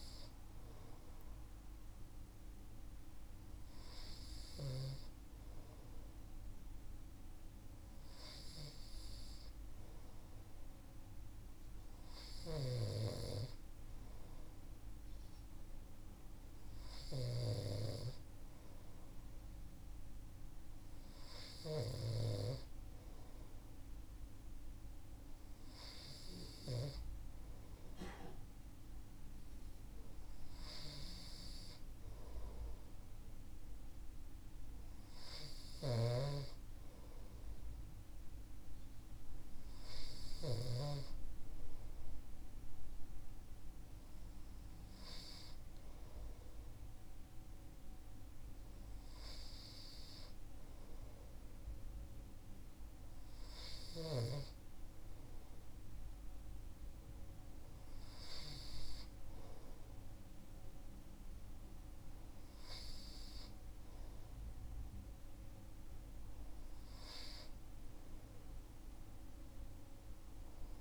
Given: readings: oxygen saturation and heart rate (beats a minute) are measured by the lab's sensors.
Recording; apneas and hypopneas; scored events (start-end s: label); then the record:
breathing in sleep by a room microphone; none
12.00-26.50 s: snoring (device-marked)
35.00-40.50 s: snoring (device-marked)
From the record:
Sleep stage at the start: N2 (light sleep); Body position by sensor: on the right side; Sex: male